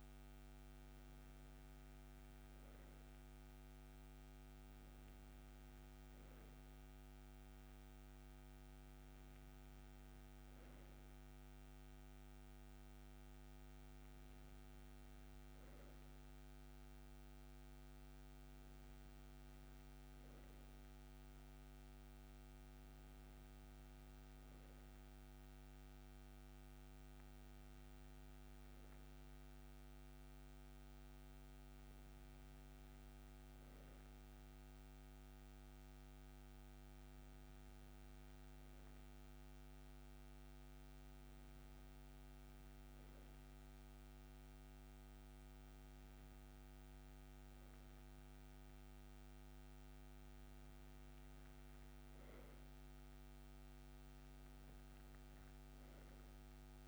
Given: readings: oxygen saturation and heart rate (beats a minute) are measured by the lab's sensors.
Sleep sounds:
breathing in sleep, hard to hear, by a microphone on the trachea; none
35.00-56.88 s: new sleep stage, N3 (deep sleep)
From the record:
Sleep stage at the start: N2 (light sleep); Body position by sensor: on the right side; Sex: male

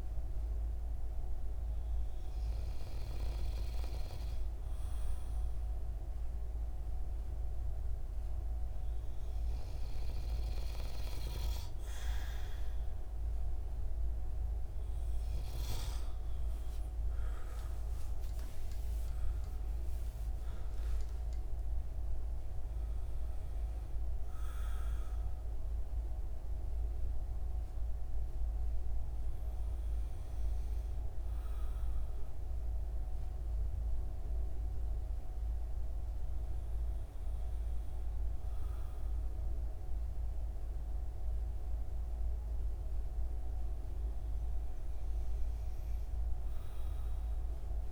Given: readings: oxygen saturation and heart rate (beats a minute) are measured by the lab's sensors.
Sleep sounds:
breathing in sleep, hard to hear, by a room microphone; none
18.50-23.50 s: arousal
From the record:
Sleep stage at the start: N2 (light sleep); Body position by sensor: on the right side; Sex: male

